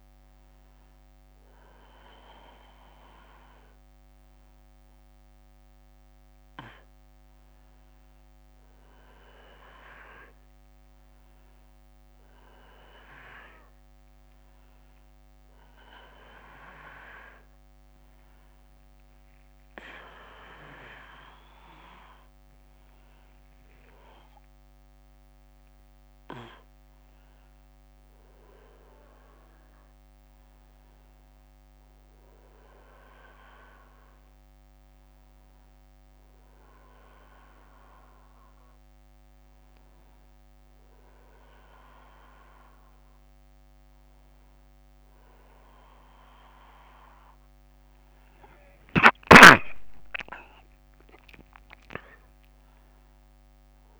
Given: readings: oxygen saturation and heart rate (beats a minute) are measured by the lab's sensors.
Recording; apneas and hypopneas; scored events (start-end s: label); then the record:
a person awake in a sleep study, by a microphone on the trachea; none
none scored
From the record:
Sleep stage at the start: awake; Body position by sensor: on the back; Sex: male